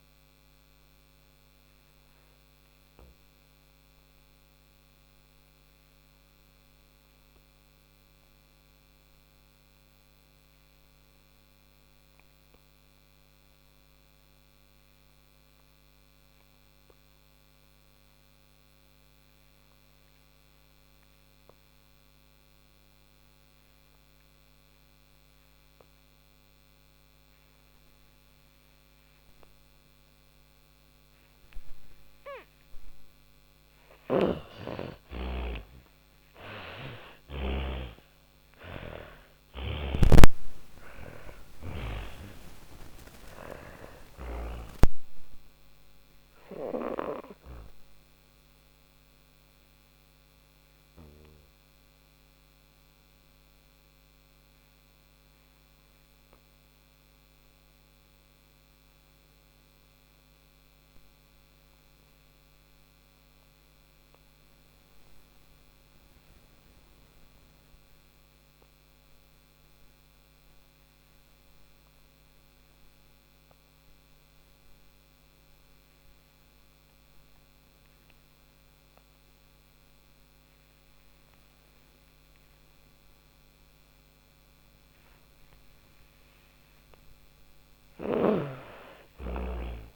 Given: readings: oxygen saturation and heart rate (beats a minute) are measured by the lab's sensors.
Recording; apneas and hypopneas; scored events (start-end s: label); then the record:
breathing in sleep by a microphone on the trachea; 2
0.00-7.00 s: oxygen desaturation (device-marked, oxygen 82% lowest, heart rate 49 extreme)
1.00-22.00 s: obstructive apnea (oxygen 97% before, 82% lowest, heart rate 137 before, 50 extreme)
26.00-50.00 s: oxygen desaturation (device-marked, oxygen 98% before, 88% lowest, heart rate 63 before, 37 extreme)
32.00-36.00 s: snoring (device-marked)
33.50-38.50 s: arousal
38.00-42.50 s: snoring (device-marked)
51.00-83.00 s: obstructive apnea (oxygen 97% before, 84% lowest, heart rate 148 before, 39 extreme, up 55 after)
52.00-60.00 s: oxygen desaturation (device-marked, oxygen 98% before, 84% lowest, heart rate 143 before, 44 extreme)
76.00-89.96 s: oxygen desaturation (device-marked, oxygen 99% before, 84% lowest, heart rate 50 before, 45 extreme)
86.00-89.96 s: snoring (device-marked)
87.00-89.96 s: arousal
From the record:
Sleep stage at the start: N2 (light sleep); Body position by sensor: on the back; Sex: female